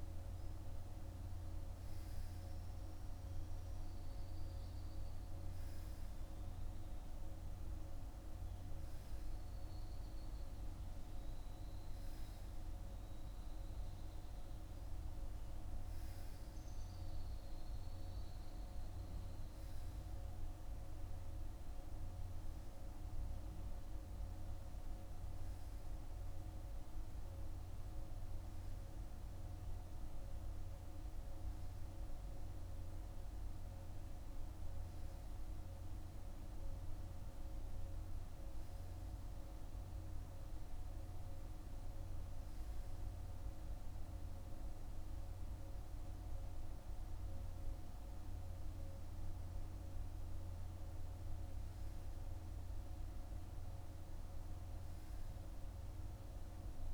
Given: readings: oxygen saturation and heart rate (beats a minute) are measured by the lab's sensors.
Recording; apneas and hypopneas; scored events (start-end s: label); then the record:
breathing in sleep, hard to hear, by a room microphone; none
none scored
From the record:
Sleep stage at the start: REM sleep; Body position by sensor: on the right side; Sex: male